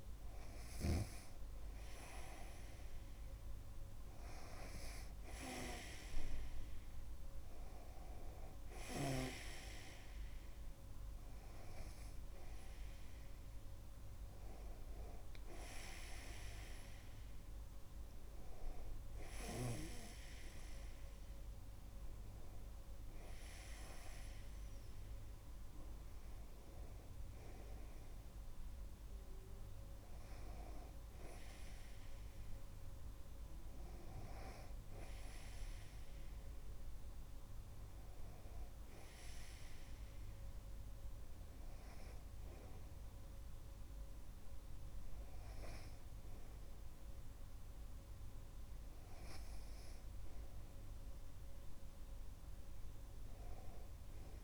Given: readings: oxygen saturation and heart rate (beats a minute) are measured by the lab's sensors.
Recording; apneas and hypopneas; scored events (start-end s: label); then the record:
breathing in sleep by a room microphone; none
none scored
From the record:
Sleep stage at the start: N2 (light sleep); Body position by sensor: on the right side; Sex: male